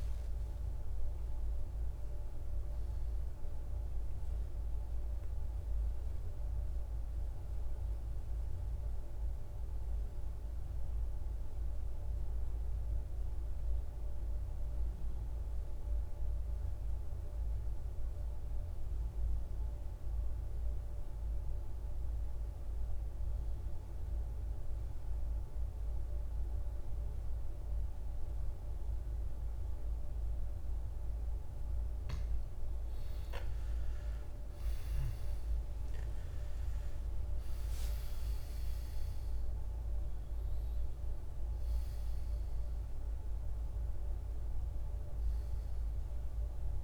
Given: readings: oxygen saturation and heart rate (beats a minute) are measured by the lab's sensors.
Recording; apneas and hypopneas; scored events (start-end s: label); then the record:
breathing in sleep, hard to hear, by a room microphone; 1
0.00-10.00 s: oxygen desaturation (device-marked, oxygen 89% lowest, heart rate 54 extreme)
10.00-31.00 s: mixed apnea (oxygen 99% before, 86% lowest, heart rate 64 before, 54 extreme, up 16 after)
30.00-46.84 s: oxygen desaturation (device-marked, oxygen 98% before, 86% lowest, heart rate 55 before, 54 extreme)
33.50-38.50 s: arousal
From the record:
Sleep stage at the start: N2 (light sleep); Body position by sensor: on the back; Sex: male